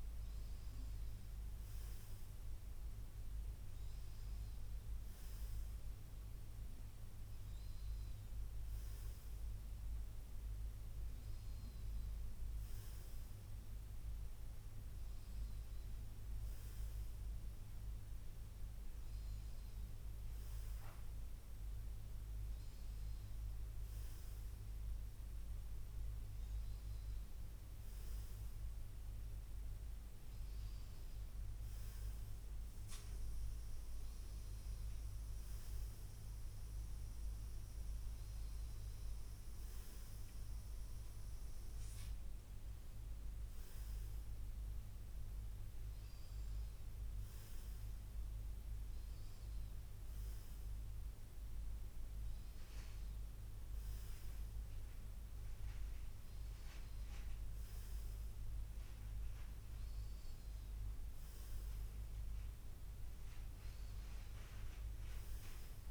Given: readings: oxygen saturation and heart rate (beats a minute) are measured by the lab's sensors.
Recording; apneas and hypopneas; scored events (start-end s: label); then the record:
breathing in sleep, hard to hear, by a room microphone; none
none scored
From the record:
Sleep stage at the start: N2 (light sleep); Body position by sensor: on the front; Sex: male